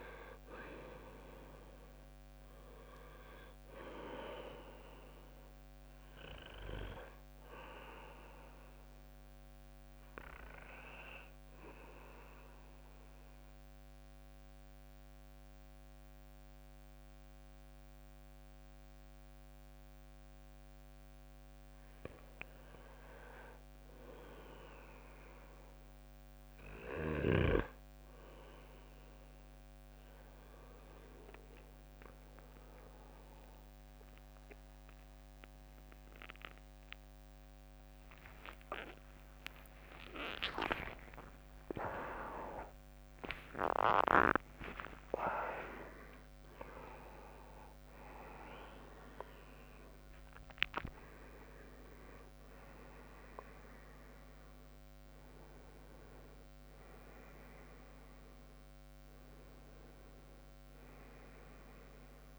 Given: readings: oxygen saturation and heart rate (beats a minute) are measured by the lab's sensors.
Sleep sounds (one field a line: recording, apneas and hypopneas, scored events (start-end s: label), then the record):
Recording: a person partly awake in a sleep study, by a microphone on the trachea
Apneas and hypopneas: 1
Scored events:
0.00-1.50 s: arousal
0.00-17.00 s: oxygen desaturation (device-marked, oxygen 93% lowest, heart rate 58 extreme)
11.50-23.00 s: central apnea (oxygen 98% before, 94% lowest, heart rate 64 before, 58 extreme, up 4 after)
27.00-57.00 s: new sleep stage, awake
32.00-44.00 s: drop in pulse transit time (device-marked, heart rate 60 before, 63 extreme)
40.50-42.50 s: long interval between heartbeats (device-marked, heart rate 63 before, 79 extreme)
41.00-43.00 s: tachycardia (device-marked, heart rate 63 before, 81 extreme)
44.00-46.00 s: long interval between heartbeats (device-marked, heart rate 67 before, 101 extreme)
57.00-62.39 s: new sleep stage, N1 (lightest sleep)
From the record:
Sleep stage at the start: N2 (light sleep)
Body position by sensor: on the back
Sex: male